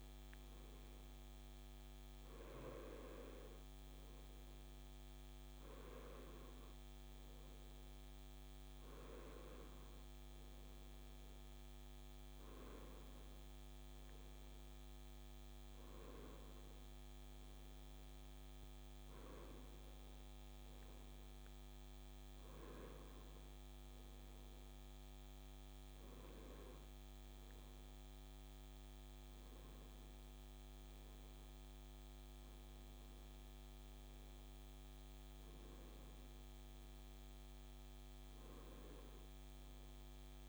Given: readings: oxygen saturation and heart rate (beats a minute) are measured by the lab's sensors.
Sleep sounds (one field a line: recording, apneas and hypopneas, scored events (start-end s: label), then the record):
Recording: breathing in sleep by a microphone on the trachea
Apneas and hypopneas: none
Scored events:
29.00-40.49 s: new sleep stage, N2 (light sleep)
From the record:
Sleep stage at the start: N1 (lightest sleep)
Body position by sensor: on the right side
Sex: male